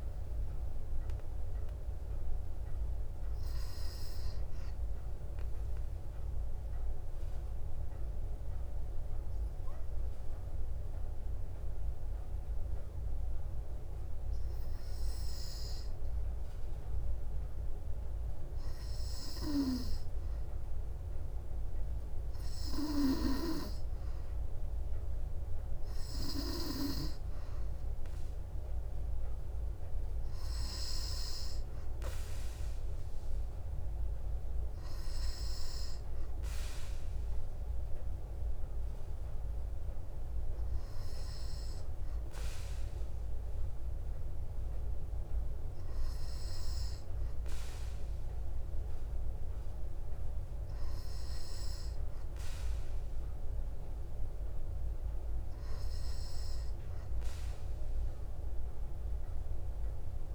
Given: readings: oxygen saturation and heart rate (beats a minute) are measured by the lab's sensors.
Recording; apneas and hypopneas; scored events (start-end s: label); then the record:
breathing in sleep, hard to hear, by a room microphone; 1
5.00-16.50 s: obstructive apnea (oxygen 92% before, 91% lowest, heart rate 59 before, 58 extreme, up 1 after)
19.00-23.50 s: arousal
23.00-27.00 s: snoring (device-marked)
29.50-44.50 s: oxygen desaturation (device-marked, oxygen 95% before, 91% lowest, heart rate 59 before, 58 extreme)
30.50-60.35 s: new sleep stage, N3 (deep sleep)
From the record:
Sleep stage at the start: N2 (light sleep); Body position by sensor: on the back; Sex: female